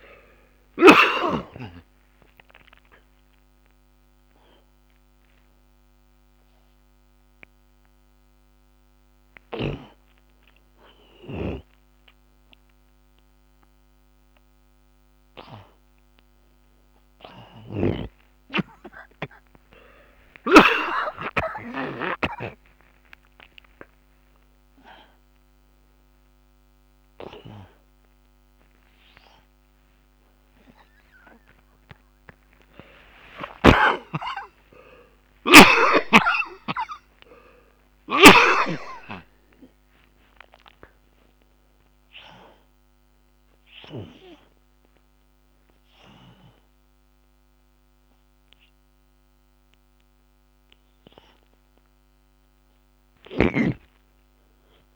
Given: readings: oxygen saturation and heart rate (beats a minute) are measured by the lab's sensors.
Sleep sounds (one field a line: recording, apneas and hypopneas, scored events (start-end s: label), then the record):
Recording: a person awake in a sleep study, by a microphone on the trachea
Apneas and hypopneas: none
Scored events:
0.00-4.00 s: oxygen desaturation (device-marked, oxygen 84% lowest)
5.00-35.00 s: new sleep stage, awake
27.00-41.00 s: oxygen desaturation (device-marked, oxygen 97% before, 92% lowest)
35.00-54.95 s: new sleep stage, N1 (lightest sleep)
43.00-54.95 s: oxygen desaturation (device-marked, oxygen 98% before, 93% lowest)
From the record:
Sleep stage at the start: N2 (light sleep)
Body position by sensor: on the back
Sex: male